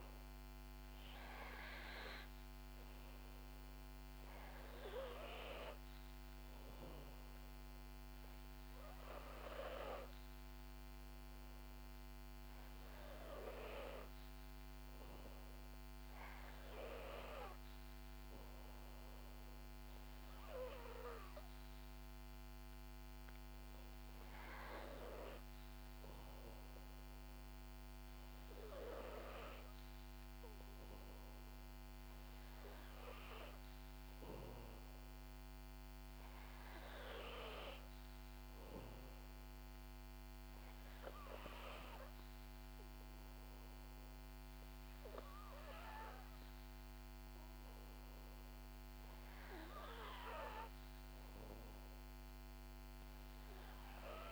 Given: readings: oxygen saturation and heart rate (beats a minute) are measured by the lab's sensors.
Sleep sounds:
breathing in sleep by a microphone on the trachea; none
none scored
From the record:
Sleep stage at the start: N2 (light sleep); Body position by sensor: on the back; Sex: female

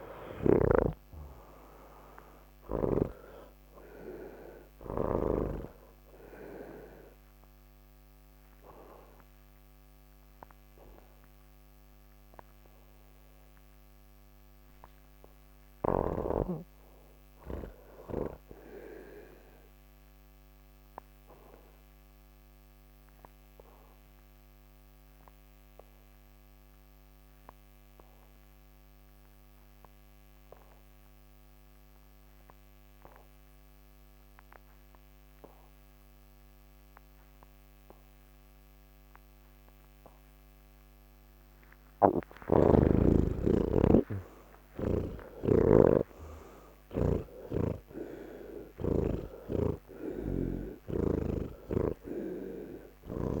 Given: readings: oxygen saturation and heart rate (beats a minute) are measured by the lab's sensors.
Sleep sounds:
breathing in sleep by a microphone on the trachea; 1
10.00-25.00 s: oxygen desaturation (device-marked, oxygen 97% before, 90% lowest, heart rate 143 before, 156 extreme)
21.50-42.50 s: obstructive apnea (oxygen 99% before, 82% lowest, heart rate 179 before, 135 extreme, up 42 after)
32.00-53.40 s: oxygen desaturation (device-marked, oxygen 98% before, 82% lowest, heart rate 180 before, 135 extreme)
48.00-53.40 s: new sleep stage, N3 (deep sleep)
50.00-53.40 s: snoring (device-marked)
From the record:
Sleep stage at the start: N1 (lightest sleep); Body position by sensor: on the back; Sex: male

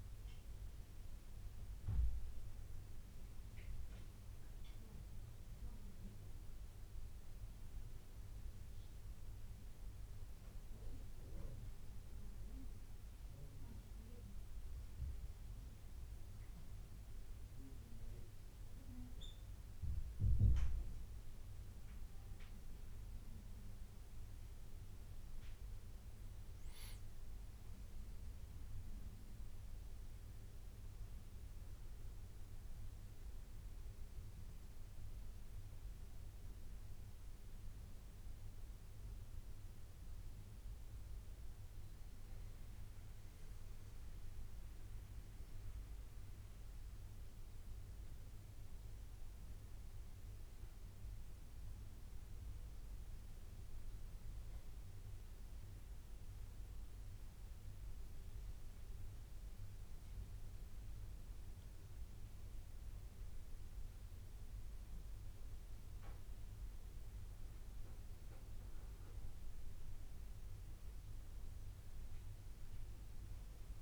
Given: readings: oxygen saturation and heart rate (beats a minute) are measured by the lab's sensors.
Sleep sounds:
breathing in sleep, hard to hear, by a room microphone; none
43.00-73.00 s: new sleep stage, N2 (light sleep)
73.00-73.81 s: new sleep stage, awake
From the record:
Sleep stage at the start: N1 (lightest sleep); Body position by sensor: on the back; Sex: male

